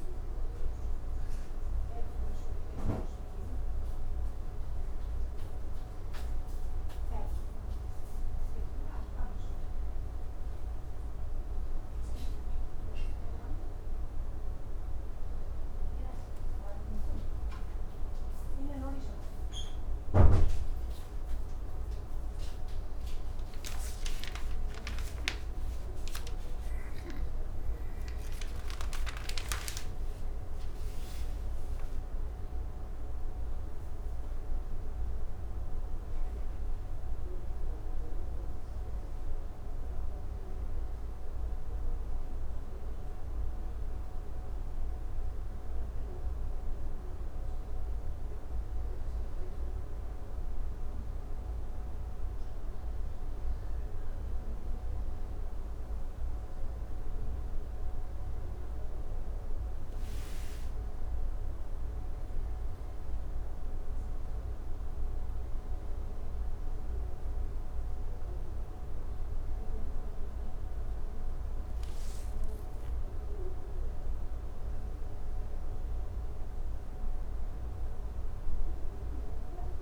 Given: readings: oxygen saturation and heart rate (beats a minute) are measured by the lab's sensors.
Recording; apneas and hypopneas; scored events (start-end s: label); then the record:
a person awake in a sleep study, by a room microphone; none
none scored
From the record:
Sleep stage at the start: awake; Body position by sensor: on the back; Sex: male